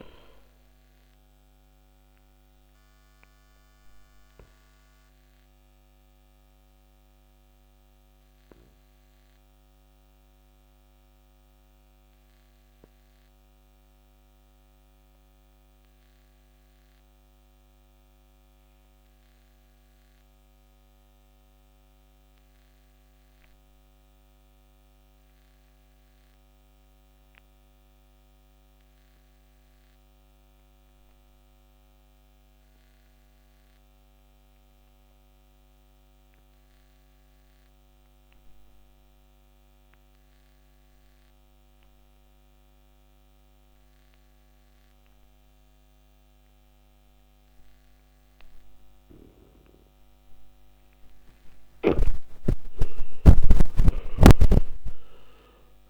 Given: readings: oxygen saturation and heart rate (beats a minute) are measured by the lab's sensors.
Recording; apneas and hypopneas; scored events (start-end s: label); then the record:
breathing in sleep by a microphone on the trachea; 1
1.50-50.50 s: obstructive apnea (oxygen 98% before, 67% lowest, heart rate 71 before, 45 extreme, up 23 after)
3.00-31.00 s: oxygen desaturation (device-marked, oxygen 97% before, 67% lowest, heart rate 72 before, 45 extreme)
52.00-55.90 s: arousal
53.00-55.90 s: oxygen desaturation (device-marked, oxygen 98% before, 75% lowest, heart rate 50 before, 48 extreme)
From the record:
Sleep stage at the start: N2 (light sleep); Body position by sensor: on the back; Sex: male